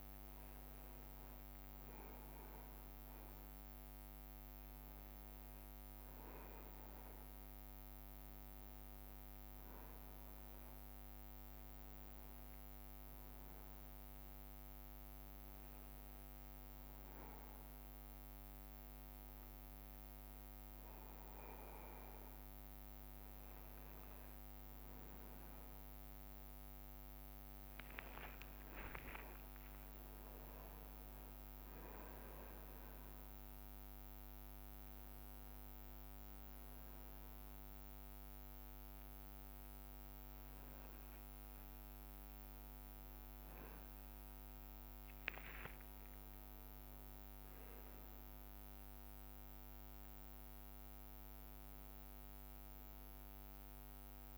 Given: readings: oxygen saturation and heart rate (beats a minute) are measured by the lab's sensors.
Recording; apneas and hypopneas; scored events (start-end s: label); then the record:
a person awake in a sleep study, hard to hear, by a microphone on the trachea; none
0.00-3.00 s: drop in pulse transit time (device-marked, heart rate 65 extreme)
0.50-5.50 s: leg movement (device-marked)
7.50-13.00 s: leg movement (device-marked)
15.00-20.00 s: leg movement (device-marked)
21.00-25.50 s: leg movement (device-marked)
25.50-28.00 s: leg movement (device-marked)
28.50-32.50 s: leg movement (device-marked)
29.50-31.50 s: long interval between heartbeats (device-marked, heart rate 65 before, 79 extreme)
37.50-42.50 s: leg movement (device-marked)
44.00-49.00 s: leg movement (device-marked)
45.50-47.50 s: long interval between heartbeats (device-marked, heart rate 72 before, 74 extreme)
50.00-54.38 s: drop in pulse transit time (device-marked, heart rate 75 before, 65 extreme)
50.50-54.38 s: leg movement (device-marked)
From the record:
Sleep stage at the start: awake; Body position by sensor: on the back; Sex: male